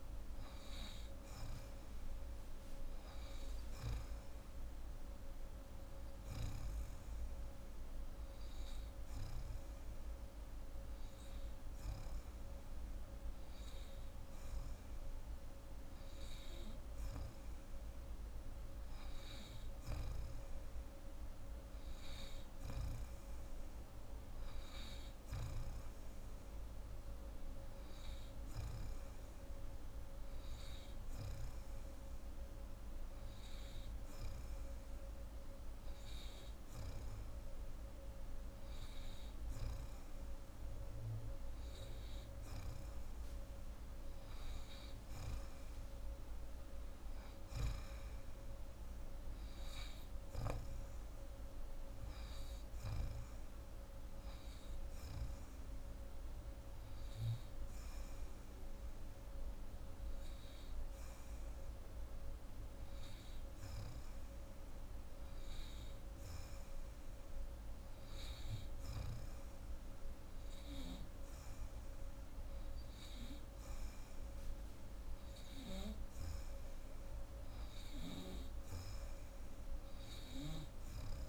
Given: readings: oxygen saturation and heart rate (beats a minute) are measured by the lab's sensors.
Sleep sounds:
breathing in sleep, hard to hear, by a room microphone; none
none scored
From the record:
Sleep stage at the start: N2 (light sleep); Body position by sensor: on the right side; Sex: female

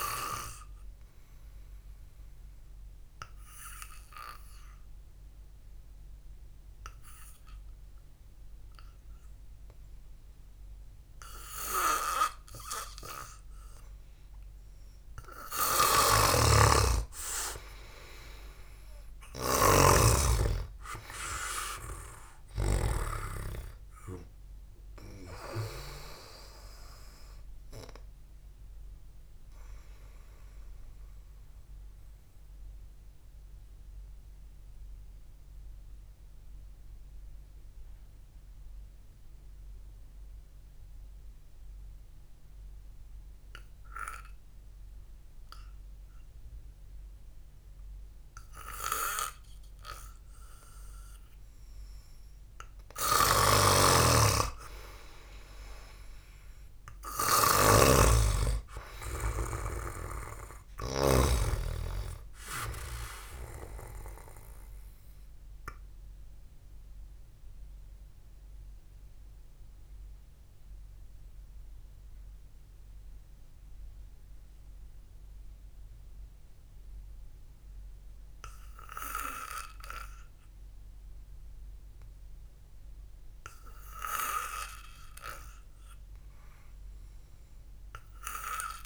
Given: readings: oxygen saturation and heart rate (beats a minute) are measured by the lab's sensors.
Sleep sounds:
breathing in sleep by a room microphone; 3
0.00-19.00 s: oxygen desaturation (device-marked, oxygen 92% lowest, heart rate 54 extreme)
0.50-13.00 s: obstructive apnea (oxygen 98% before, 91% lowest, heart rate 61 before, 54 extreme, up 4 after)
16.00-23.50 s: snoring (device-marked)
17.50-22.00 s: arousal
31.00-52.00 s: obstructive apnea (oxygen 95% before, 91% lowest, heart rate 61 before, 53 extreme)
38.00-46.00 s: oxygen desaturation (device-marked, oxygen 95% before, 91% lowest, heart rate 61 before, 53 extreme)
53.50-61.50 s: snoring (device-marked)
55.00-59.00 s: arousal
55.00-86.00 s: oxygen desaturation (device-marked, oxygen 98% before, 91% lowest, heart rate 68 before, 52 extreme)
65.50-83.50 s: mixed apnea (oxygen 98% before, 89% lowest, heart rate 61 before, 52 extreme, up 2 after)
85.50-88.50 s: arousal
From the record:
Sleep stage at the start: N2 (light sleep); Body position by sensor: on the back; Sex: male

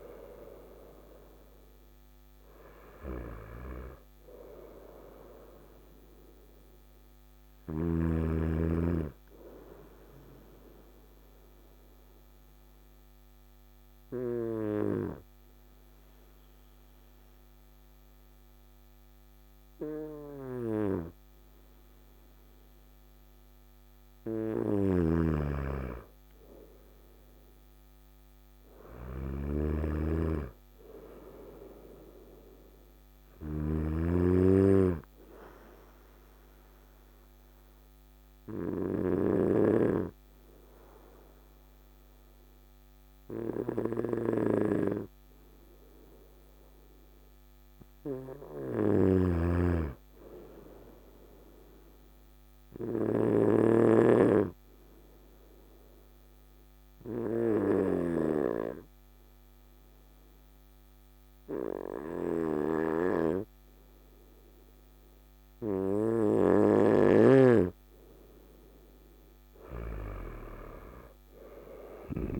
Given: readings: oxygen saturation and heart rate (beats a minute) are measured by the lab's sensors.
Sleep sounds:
breathing in sleep by a microphone on the trachea; 3
8.00-22.50 s: obstructive apnea (oxygen 95% before, 92% lowest, heart rate 67 before, 54 extreme, up 7 after)
24.00-33.00 s: snoring (device-marked)
25.00-29.00 s: arousal
35.50-46.00 s: obstructive apnea (oxygen 99% before, 93% lowest, heart rate 57 before, 55 extreme, up 3 after)
48.50-52.00 s: arousal
48.50-53.50 s: snoring (device-marked)
54.00-66.50 s: obstructive apnea (oxygen 99% before, 93% lowest, heart rate 57 before, 55 extreme, up 10 after)
65.00-72.40 s: oxygen desaturation (device-marked, oxygen 97% before, 93% lowest, heart rate 57 before, 55 extreme)
70.00-72.40 s: arousal
From the record:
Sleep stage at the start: N2 (light sleep); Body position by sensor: on the right side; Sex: male

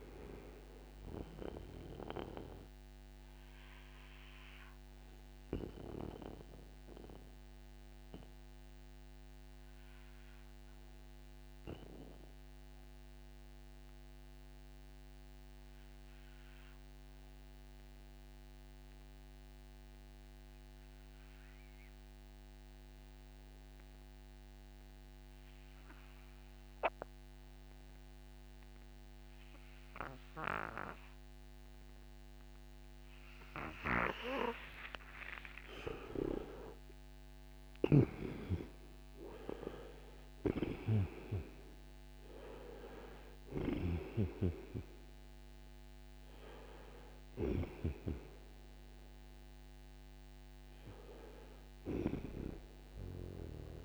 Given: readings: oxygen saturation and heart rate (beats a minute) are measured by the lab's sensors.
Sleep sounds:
breathing in sleep by a microphone on the trachea; 1
3.00-34.50 s: obstructive apnea (oxygen 98% before, 81% lowest, heart rate 69 before, 58 extreme, up 14 after)
8.50-19.50 s: oxygen desaturation (device-marked, oxygen 98% before, 93% lowest, heart rate 66 before, 58 extreme)
29.50-53.85 s: oxygen desaturation (device-marked, oxygen 97% before, 81% lowest, heart rate 60 before, 60 extreme)
31.50-53.85 s: new sleep stage, N1 (lightest sleep)
35.50-40.50 s: arousal
40.00-52.00 s: snoring (device-marked)
From the record:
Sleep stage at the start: N2 (light sleep); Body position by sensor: on the right side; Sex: male

